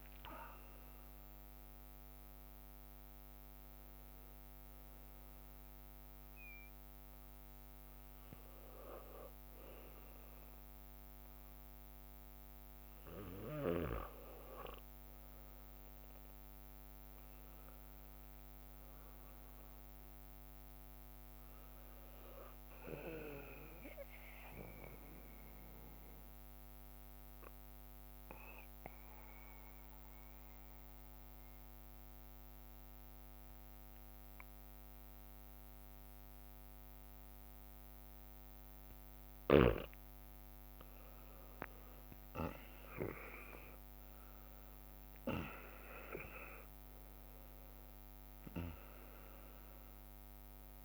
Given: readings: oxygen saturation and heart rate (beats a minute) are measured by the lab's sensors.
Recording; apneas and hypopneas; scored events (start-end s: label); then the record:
breathing in sleep by a microphone on the trachea; 1
0.00-7.00 s: oxygen desaturation (device-marked, oxygen 94% lowest, heart rate 56 extreme)
7.00-17.00 s: bradycardia (device-marked, heart rate 61 before, 56 extreme)
12.00-43.00 s: drop in pulse transit time (device-marked, heart rate 72 before, 56 extreme)
15.50-19.50 s: leg movement (device-marked)
16.00-20.00 s: arousal
21.00-40.00 s: bradycardia (device-marked, heart rate 61 before, 56 extreme)
23.00-39.00 s: mixed apnea (oxygen 99% before, 91% lowest, heart rate 60 before, 57 extreme, up 8 after)
40.00-45.00 s: leg movement (device-marked)
40.00-50.85 s: oxygen desaturation (device-marked, oxygen 97% before, 91% lowest, heart rate 58 before, 57 extreme)
41.00-47.50 s: arousal
From the record:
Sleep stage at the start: N2 (light sleep); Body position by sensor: on the back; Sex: male